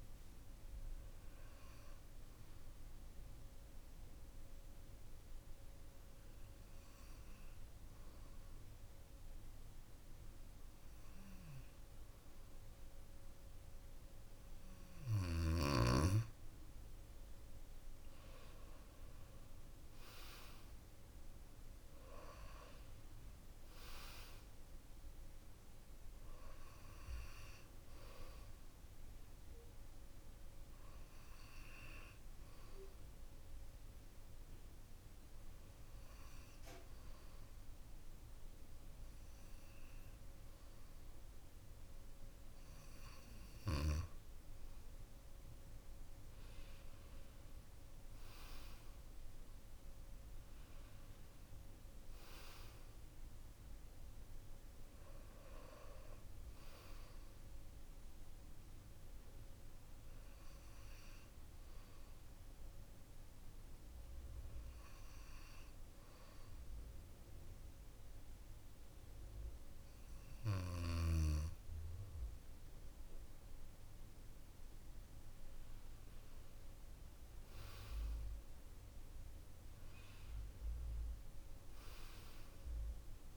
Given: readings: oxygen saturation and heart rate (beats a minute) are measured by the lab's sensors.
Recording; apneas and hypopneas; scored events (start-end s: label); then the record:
breathing in sleep by a room microphone; 3
0.00-2.00 s: oxygen desaturation (device-marked, oxygen 92% lowest, heart rate 53 extreme)
3.00-16.00 s: obstructive apnea (oxygen 96% before, 92% lowest, heart rate 56 before, 52 extreme, up 3 after)
18.50-22.50 s: arousal
19.00-43.00 s: oxygen desaturation (device-marked, oxygen 96% before, 92% lowest, heart rate 63 before, 52 extreme)
32.00-43.00 s: hypopnea (oxygen 97% before, 92% lowest, heart rate 61 before, 53 extreme, up 11 after)
46.50-51.00 s: arousal
61.50-74.00 s: hypopnea (oxygen 96% before, 93% lowest, heart rate 59 before, 54 extreme, up 15 after)
77.00-81.50 s: arousal
From the record:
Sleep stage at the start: N2 (light sleep); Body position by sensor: on the back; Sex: male